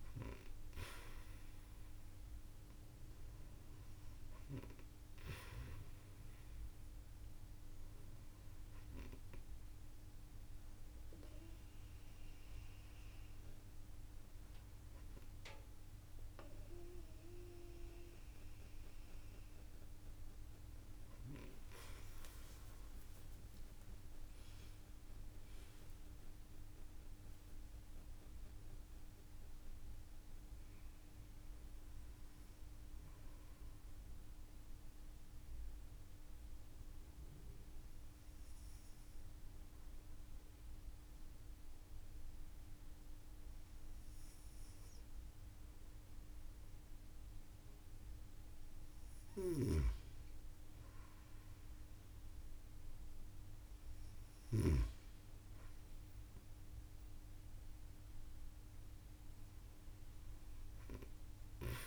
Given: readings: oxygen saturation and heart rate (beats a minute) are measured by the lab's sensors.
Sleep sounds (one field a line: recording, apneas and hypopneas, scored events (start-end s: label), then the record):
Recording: breathing in sleep by a room microphone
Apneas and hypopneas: 1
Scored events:
20.00-25.00 s: arousal
22.00-24.00 s: long interval between heartbeats (device-marked)
35.00-48.00 s: obstructive apnea (oxygen 94% before, 93% lowest)
51.50-56.50 s: arousal
From the record:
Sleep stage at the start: N2 (light sleep)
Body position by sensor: on the right side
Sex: female